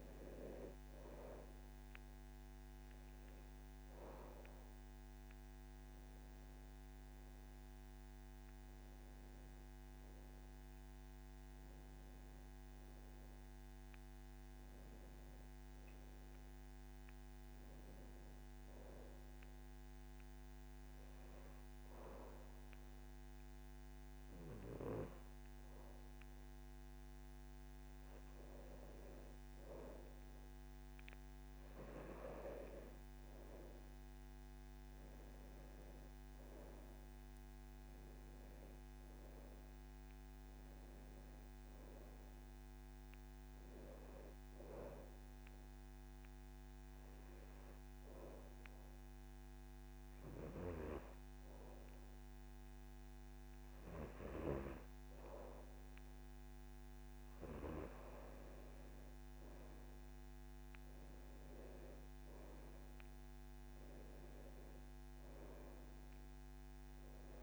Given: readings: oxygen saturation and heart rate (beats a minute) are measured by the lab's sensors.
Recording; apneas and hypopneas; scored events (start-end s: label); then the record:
breathing in sleep by a microphone on the trachea; 2
0.00-22.00 s: oxygen desaturation (device-marked, oxygen 99% before, 93% lowest, heart rate 74 before, 75 extreme)
19.50-29.50 s: hypopnea (oxygen 99% before, 93% lowest, heart rate 157 before, 75 extreme, up 32 after)
35.50-39.00 s: arousal
37.00-58.00 s: oxygen desaturation (device-marked, oxygen 96% before, 93% lowest, heart rate 180 before, 75 extreme)
46.00-57.00 s: obstructive apnea (oxygen 96% before, 93% lowest, heart rate 151 before, 111 extreme)
58.50-62.00 s: arousal
66.00-67.43 s: oxygen desaturation (device-marked, oxygen 97% before, 93% lowest, heart rate 131 before, 105 extreme)
From the record:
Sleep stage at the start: N2 (light sleep); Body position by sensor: on the back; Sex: male